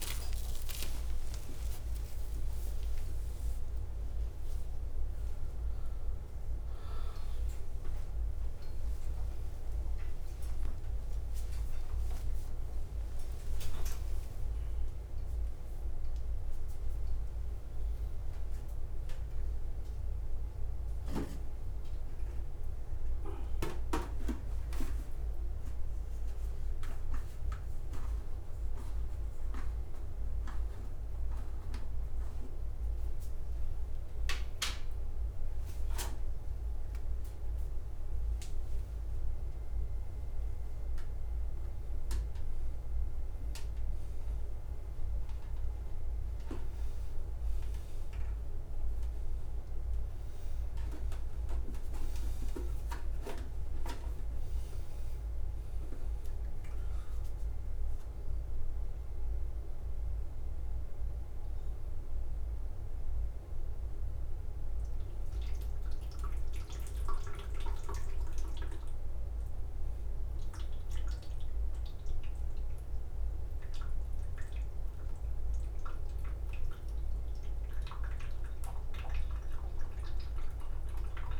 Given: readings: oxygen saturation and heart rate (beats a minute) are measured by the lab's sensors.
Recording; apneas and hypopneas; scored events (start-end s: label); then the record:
a person awake in a sleep study, by a room microphone; none
1.00-4.00 s: tachycardia (device-marked, heart rate 52 before, 100 extreme)
1.50-3.50 s: long interval between heartbeats (device-marked, heart rate 58 before, 99 extreme)
4.00-6.00 s: long interval between heartbeats (device-marked, heart rate 65 before, 104 extreme)
14.00-16.00 s: long interval between heartbeats (device-marked, heart rate 84 before, 97 extreme)
36.00-44.00 s: tachycardia (device-marked, heart rate 55 before, 140 extreme)
39.00-41.00 s: long interval between heartbeats (device-marked, heart rate 69 before, 109 extreme)
46.00-48.00 s: long interval between heartbeats (device-marked, heart rate 91 before, 99 extreme)
49.00-51.00 s: long interval between heartbeats (device-marked, heart rate 94 before, 82 extreme)
54.00-64.00 s: oxygen desaturation (device-marked, oxygen 100% before, 96% lowest, heart rate 97 before, 63 extreme)
61.50-63.50 s: long interval between heartbeats (device-marked, heart rate 101 before, 85 extreme)
From the record:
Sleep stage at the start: awake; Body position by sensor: upright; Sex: male